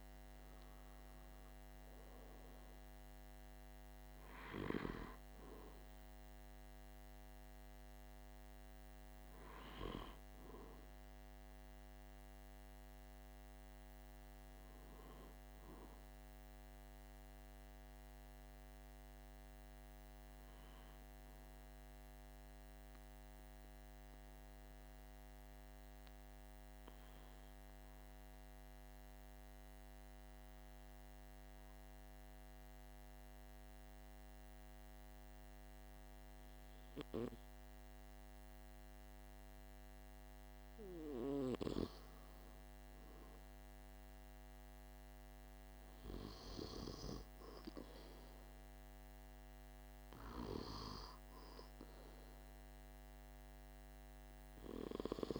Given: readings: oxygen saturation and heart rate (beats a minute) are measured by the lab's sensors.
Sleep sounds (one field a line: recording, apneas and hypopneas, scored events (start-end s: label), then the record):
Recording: breathing in sleep by a microphone on the trachea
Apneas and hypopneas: 1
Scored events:
4.00-25.00 s: oxygen desaturation (device-marked, oxygen 97% before, 93% lowest, heart rate 47 before, 44 extreme)
27.00-39.50 s: obstructive apnea (oxygen 98% before, 94% lowest, heart rate 45 before, 46 extreme, up 1 after)
40.00-45.00 s: arousal
From the record:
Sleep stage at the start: N2 (light sleep)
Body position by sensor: on the back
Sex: male